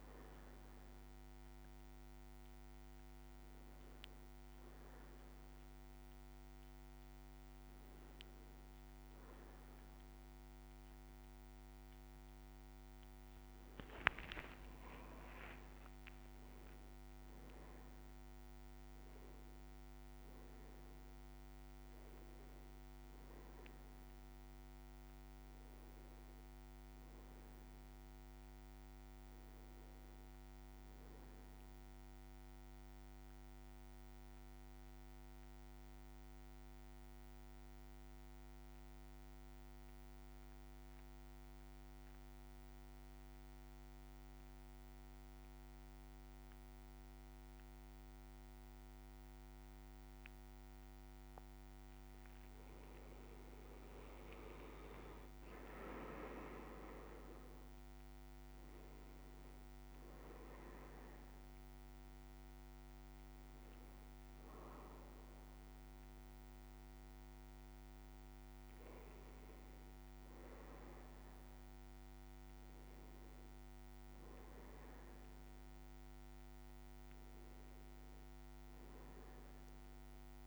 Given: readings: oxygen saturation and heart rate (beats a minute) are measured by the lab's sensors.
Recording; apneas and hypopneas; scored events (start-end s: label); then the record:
breathing in sleep, hard to hear, by a microphone on the trachea; 1
0.00-8.50 s: oxygen desaturation (device-marked, oxygen 94% lowest, heart rate 56 extreme)
13.50-19.00 s: leg movement (device-marked)
14.50-18.50 s: arousal
32.50-52.00 s: central apnea (oxygen 100% before, 92% lowest, heart rate 59 before, 54 extreme, up 8 after)
52.50-80.46 s: oxygen desaturation (device-marked, oxygen 99% before, 92% lowest, heart rate 55 before, 55 extreme)
53.50-58.00 s: arousal
54.00-57.00 s: leg movement (device-marked)
From the record:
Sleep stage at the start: N1 (lightest sleep); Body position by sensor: on the back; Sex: male